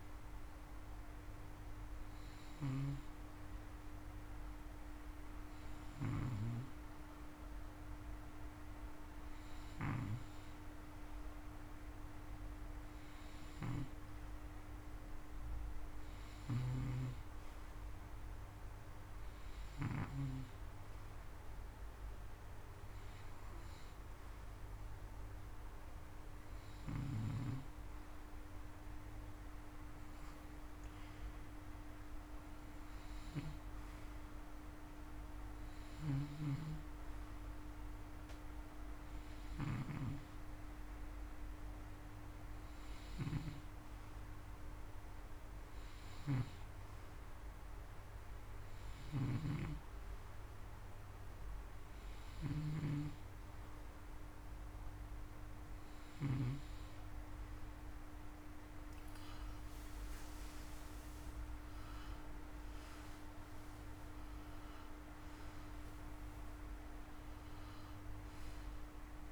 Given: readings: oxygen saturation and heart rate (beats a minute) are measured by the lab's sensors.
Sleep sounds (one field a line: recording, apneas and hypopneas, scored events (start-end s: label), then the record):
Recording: breathing in sleep by a room microphone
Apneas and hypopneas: none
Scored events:
0.00-6.00 s: oxygen desaturation (device-marked, oxygen 92% lowest, heart rate 39 extreme)
0.00-13.50 s: snoring (device-marked)
15.50-19.50 s: snoring (device-marked)
35.50-56.00 s: snoring (device-marked)
From the record:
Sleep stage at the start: N2 (light sleep)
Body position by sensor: on the front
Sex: male